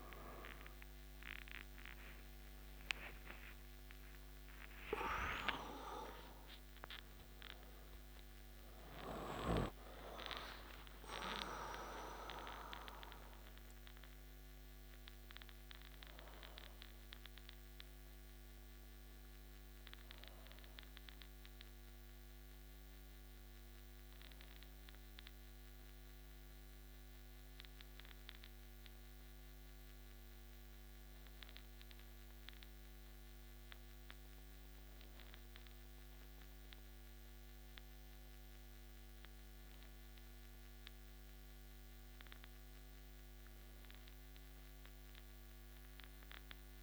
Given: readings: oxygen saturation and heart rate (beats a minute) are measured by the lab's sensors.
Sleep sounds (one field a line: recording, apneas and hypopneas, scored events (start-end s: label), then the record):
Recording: breathing in sleep by a microphone on the trachea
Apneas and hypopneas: none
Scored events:
3.00-11.00 s: arousal
15.50-46.83 s: new sleep stage, N2 (light sleep)
From the record:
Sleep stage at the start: N1 (lightest sleep)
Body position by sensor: on the back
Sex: male